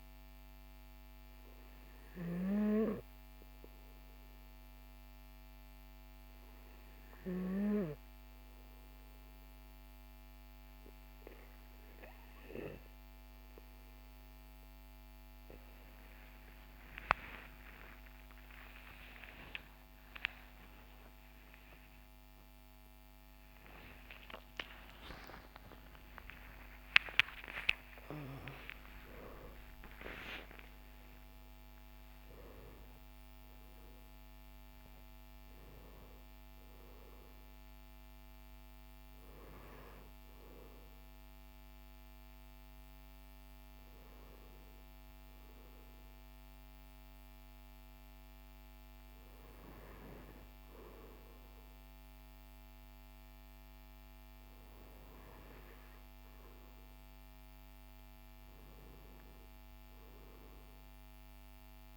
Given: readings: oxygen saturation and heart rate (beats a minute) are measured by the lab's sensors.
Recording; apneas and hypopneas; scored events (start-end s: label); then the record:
a person partly awake in a sleep study, by a microphone on the trachea; none
14.00-44.00 s: new sleep stage, awake
44.00-61.97 s: new sleep stage, N2 (light sleep)
From the record:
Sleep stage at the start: N2 (light sleep); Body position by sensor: on the right side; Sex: male